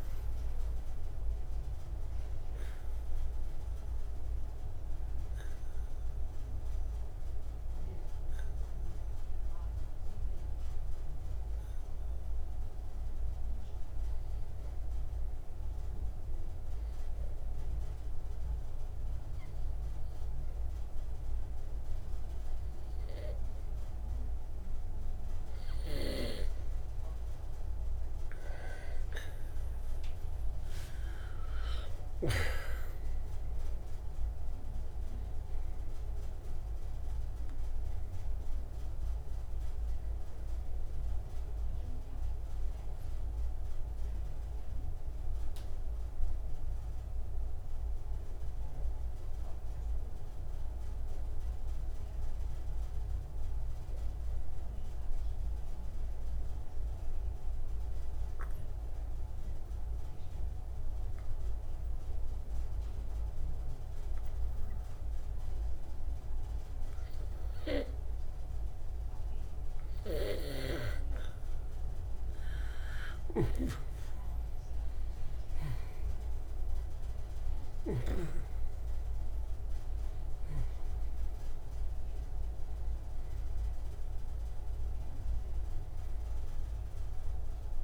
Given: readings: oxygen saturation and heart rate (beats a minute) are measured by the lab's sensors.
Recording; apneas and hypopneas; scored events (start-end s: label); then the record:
breathing in sleep by a room microphone; 2
0.00-7.50 s: oxygen desaturation (device-marked, oxygen 94% lowest)
8.00-25.00 s: obstructive apnea (oxygen 97% before, 92% lowest)
21.50-31.50 s: oxygen desaturation (device-marked, oxygen 95% before, 92% lowest)
31.50-36.00 s: arousal
45.50-69.00 s: obstructive apnea (oxygen 96% before, 89% lowest)
58.50-68.50 s: oxygen desaturation (device-marked, oxygen 96% before, 93% lowest)
72.50-77.00 s: arousal
From the record:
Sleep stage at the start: N2 (light sleep); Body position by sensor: on the right side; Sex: male